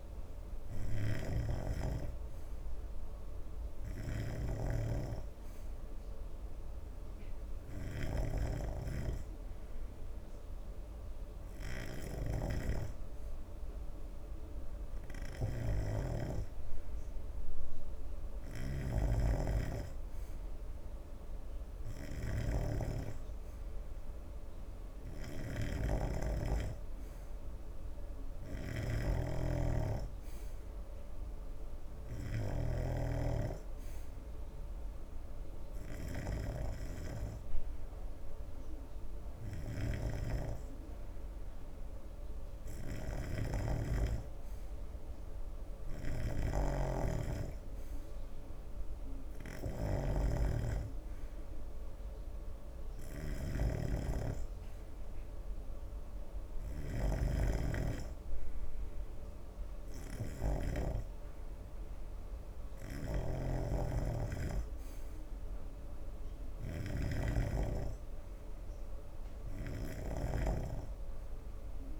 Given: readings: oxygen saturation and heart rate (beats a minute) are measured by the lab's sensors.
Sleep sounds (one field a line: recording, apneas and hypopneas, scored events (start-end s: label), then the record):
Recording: breathing in sleep by a room microphone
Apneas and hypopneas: none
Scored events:
0.00-4.00 s: oxygen desaturation (device-marked, oxygen 89% lowest, heart rate 75 extreme)
0.00-72.00 s: snoring (device-marked)
From the record:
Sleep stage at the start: N2 (light sleep)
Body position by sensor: on the right side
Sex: male